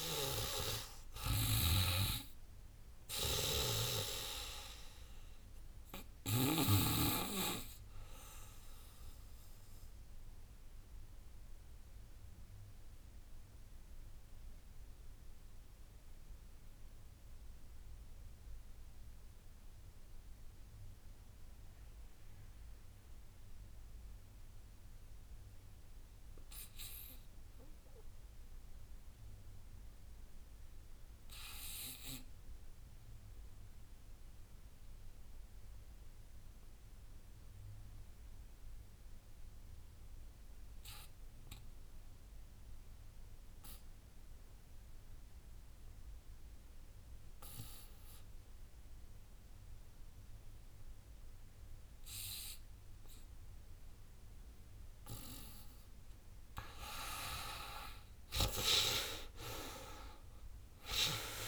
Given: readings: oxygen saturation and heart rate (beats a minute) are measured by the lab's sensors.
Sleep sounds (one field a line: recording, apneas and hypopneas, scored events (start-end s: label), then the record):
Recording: breathing in sleep by a room microphone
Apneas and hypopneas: 1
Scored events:
0.00-1.00 s: drop in pulse transit time (device-marked, heart rate 85 extreme)
0.00-6.50 s: snoring (device-marked)
0.00-18.00 s: oxygen desaturation (device-marked, oxygen 92% lowest, heart rate 75 extreme)
10.00-12.00 s: long interval between heartbeats (device-marked, heart rate 89 before, 90 extreme)
10.00-54.50 s: obstructive apnea (oxygen 97% before, 78% lowest, heart rate 89 before, 75 extreme, up 26 after)
15.00-17.00 s: long interval between heartbeats (device-marked, heart rate 89 before, 88 extreme)
17.00-27.00 s: drop in pulse transit time (device-marked, heart rate 89 before, 75 extreme)
30.50-32.50 s: long interval between heartbeats (device-marked, heart rate 84 before, 89 extreme)
35.50-37.50 s: long interval between heartbeats (device-marked, heart rate 84 before, 97 extreme)
36.00-61.48 s: oxygen desaturation (device-marked, oxygen 97% before, 78% lowest, heart rate 84 before, 73 extreme)
39.00-47.00 s: drop in pulse transit time (device-marked, heart rate 84 before, 77 extreme)
40.00-42.00 s: long interval between heartbeats (device-marked, heart rate 84 before, 87 extreme)
56.00-58.00 s: long interval between heartbeats (device-marked, heart rate 83 before, 82 extreme)
56.50-59.50 s: arousal
58.00-61.00 s: tachycardia (device-marked, heart rate 92 before, 100 extreme)
58.50-60.50 s: long interval between heartbeats (device-marked, heart rate 82 before, 95 extreme)
59.00-61.48 s: drop in pulse transit time (device-marked, heart rate 83 before, 97 extreme)
From the record:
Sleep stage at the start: N2 (light sleep)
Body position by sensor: on the back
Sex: female